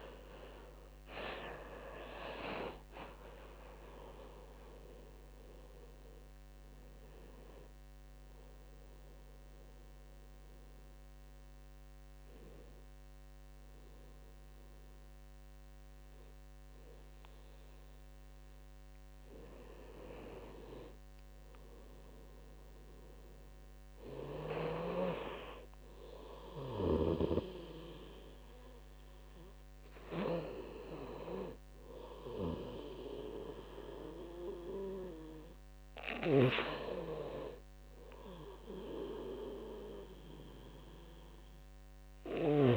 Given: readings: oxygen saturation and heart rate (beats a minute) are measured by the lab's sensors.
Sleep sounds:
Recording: breathing in sleep by a microphone on the trachea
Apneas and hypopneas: none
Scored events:
0.00-2.00 s: arousal
0.00-22.00 s: oxygen desaturation (device-marked, oxygen 82% before, 76% lowest)
35.50-42.00 s: snoring (device-marked)
From the record:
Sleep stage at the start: REM sleep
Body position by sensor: on the right side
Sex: male

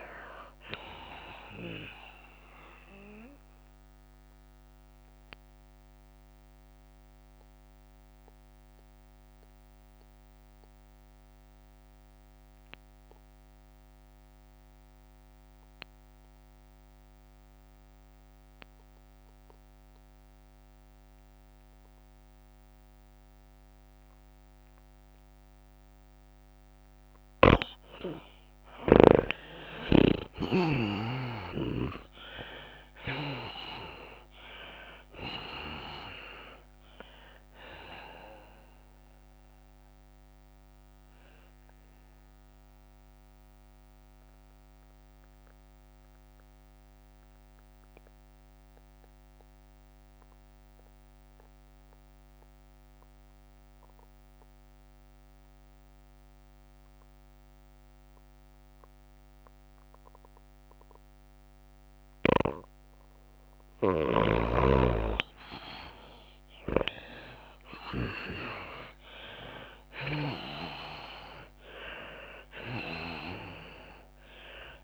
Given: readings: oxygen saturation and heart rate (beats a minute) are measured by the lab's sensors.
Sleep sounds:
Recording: breathing in sleep by a microphone on the trachea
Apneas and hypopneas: 2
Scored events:
0.00-7.00 s: drop in pulse transit time (device-marked, heart rate 101 extreme)
0.00-8.00 s: tachycardia (device-marked, heart rate 107 extreme)
0.00-13.00 s: oxygen desaturation (device-marked, oxygen 84% lowest, heart rate 96 extreme)
3.50-26.50 s: obstructive apnea (oxygen 97% before, 83% lowest, heart rate 101 before, 96 extreme, up 6 after)
27.00-55.00 s: oxygen desaturation (device-marked, oxygen 98% before, 83% lowest, heart rate 98 before, 96 extreme)
30.00-50.00 s: tachycardia (device-marked, heart rate 104 before, 107 extreme)
31.50-35.50 s: arousal
32.00-48.00 s: drop in pulse transit time (device-marked, heart rate 97 before, 100 extreme)
44.00-62.50 s: mixed apnea (oxygen 98% before, 83% lowest, heart rate 101 before, 96 extreme, up 6 after)
63.00-74.84 s: oxygen desaturation (device-marked, oxygen 99% before, 83% lowest, heart rate 100 before, 98 extreme)
66.00-69.50 s: arousal
67.00-74.84 s: tachycardia (device-marked, heart rate 103 before, 107 extreme)
69.00-74.84 s: drop in pulse transit time (device-marked, heart rate 99 before, 99 extreme)
From the record:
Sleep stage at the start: N2 (light sleep)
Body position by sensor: on the left side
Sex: female

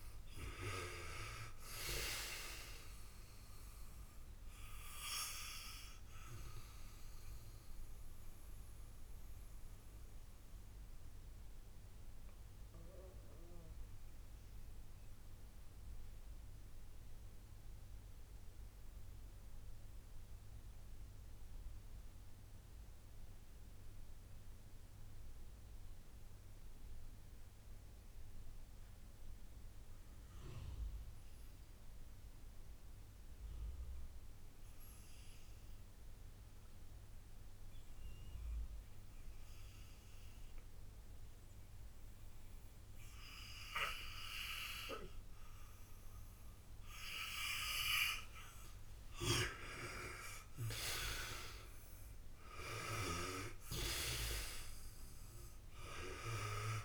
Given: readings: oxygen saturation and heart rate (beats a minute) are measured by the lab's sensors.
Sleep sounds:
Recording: breathing in sleep by a room microphone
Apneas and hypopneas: 1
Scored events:
0.00-25.00 s: oxygen desaturation (device-marked, oxygen 80% lowest, heart rate 56 extreme)
9.00-47.00 s: mixed apnea (oxygen 97% before, 79% lowest, heart rate 65 before, 56 extreme, up 7 after)
37.00-56.85 s: oxygen desaturation (device-marked, oxygen 97% before, 79% lowest, heart rate 63 before, 56 extreme)
48.50-55.00 s: arousal
From the record:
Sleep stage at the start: N2 (light sleep)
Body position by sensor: on the back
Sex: male

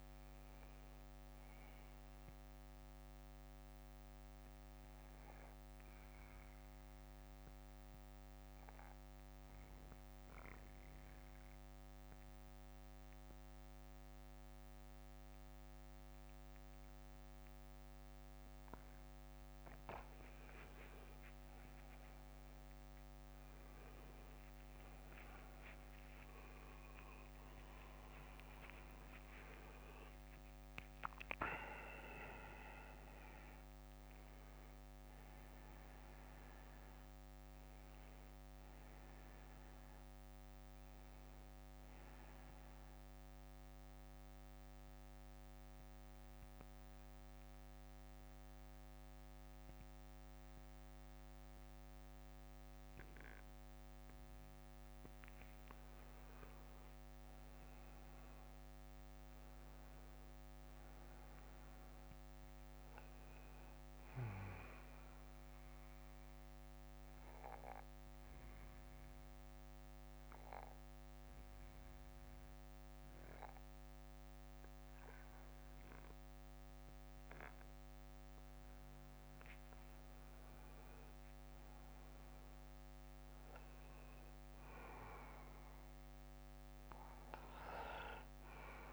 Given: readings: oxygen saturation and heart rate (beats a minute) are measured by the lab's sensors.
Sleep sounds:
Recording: breathing in sleep by a microphone on the trachea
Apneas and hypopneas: 3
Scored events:
0.50-19.50 s: bradycardia (device-marked, heart rate 60 before, 48 extreme)
6.50-19.00 s: central apnea (oxygen 97% before, 92% lowest, heart rate 61 before, 50 extreme, up 27 after)
26.00-31.50 s: arousal
41.50-55.50 s: bradycardia (device-marked, heart rate 60 before, 49 extreme)
42.50-53.50 s: oxygen desaturation (device-marked, oxygen 95% before, 92% lowest, heart rate 72 before, 49 extreme)
43.50-55.00 s: central apnea (oxygen 97% before, 92% lowest, heart rate 72 before, 49 extreme, up 17 after)
57.50-61.50 s: arousal
61.50-80.50 s: bradycardia (device-marked, heart rate 60 before, 55 extreme)
67.50-80.50 s: mixed apnea (oxygen 97% before, 93% lowest, heart rate 58 before, 52 extreme, up 12 after)
83.50-87.00 s: arousal
84.50-88.93 s: bradycardia (device-marked, heart rate 60 before, 52 extreme)
From the record:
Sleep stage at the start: N2 (light sleep)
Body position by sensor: on the back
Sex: male

